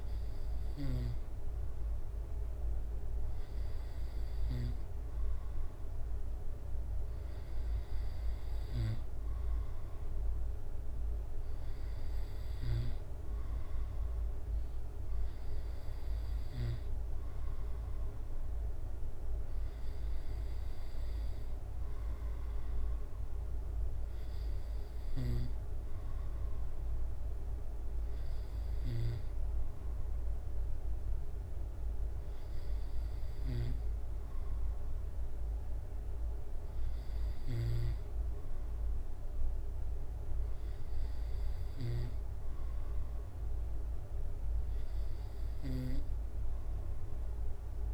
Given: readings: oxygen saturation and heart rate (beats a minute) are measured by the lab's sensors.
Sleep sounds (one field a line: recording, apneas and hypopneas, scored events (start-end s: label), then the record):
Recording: breathing in sleep by a room microphone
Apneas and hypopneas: none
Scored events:
0.00-15.00 s: drop in pulse transit time (device-marked, heart rate 69 before, 67 extreme)
18.50-20.50 s: long interval between heartbeats (device-marked, heart rate 68 before, 69 extreme)
44.00-47.94 s: drop in pulse transit time (device-marked, heart rate 68 before, 68 extreme)
From the record:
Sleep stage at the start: N2 (light sleep)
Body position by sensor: on the back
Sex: male